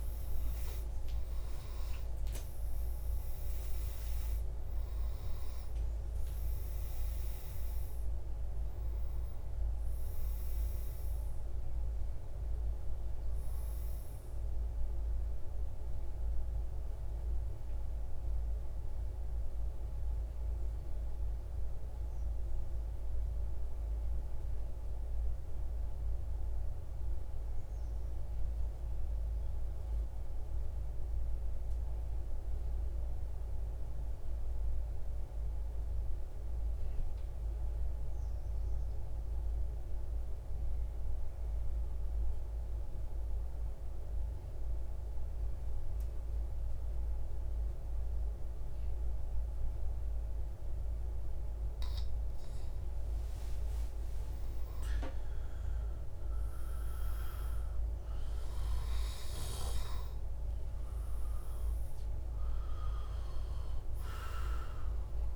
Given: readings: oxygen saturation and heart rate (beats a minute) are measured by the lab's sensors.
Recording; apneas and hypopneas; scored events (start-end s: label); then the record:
breathing in sleep, hard to hear, by a room microphone; 1
0.00-22.50 s: oxygen desaturation (device-marked, oxygen 82% lowest, heart rate 55 extreme)
14.50-52.50 s: central apnea (oxygen 92% before, 82% lowest, heart rate 87 before, 60 extreme)
42.50-65.35 s: oxygen desaturation (device-marked, oxygen 99% before, 91% lowest, heart rate 128 before, 87 extreme)
53.50-58.50 s: arousal
From the record:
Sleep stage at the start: N2 (light sleep); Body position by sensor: on the right side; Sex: male